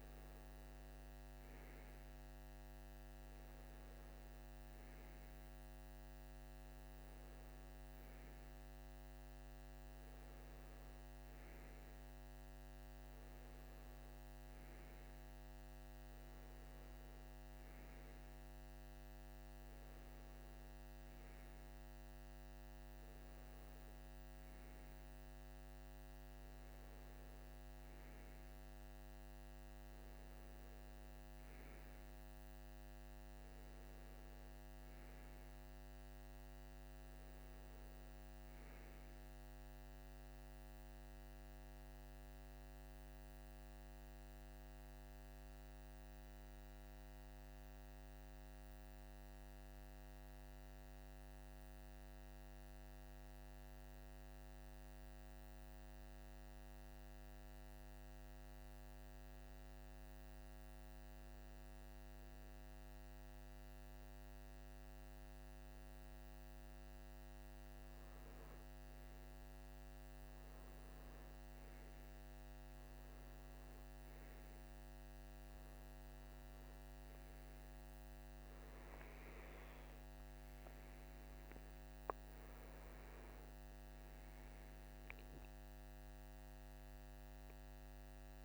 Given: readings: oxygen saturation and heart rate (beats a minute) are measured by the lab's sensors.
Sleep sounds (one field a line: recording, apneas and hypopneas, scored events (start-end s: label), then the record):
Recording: breathing in sleep, hard to hear, by a microphone on the trachea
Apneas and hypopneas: 1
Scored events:
41.50-61.00 s: hypopnea (oxygen 97% before, 92% lowest, heart rate 54 before, 55 extreme, up 13 after)
64.00-67.50 s: arousal
73.50-88.45 s: oxygen desaturation (device-marked, oxygen 97% before, 92% lowest, heart rate 66 before, 55 extreme)
From the record:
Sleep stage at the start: N2 (light sleep)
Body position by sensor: on the right side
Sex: male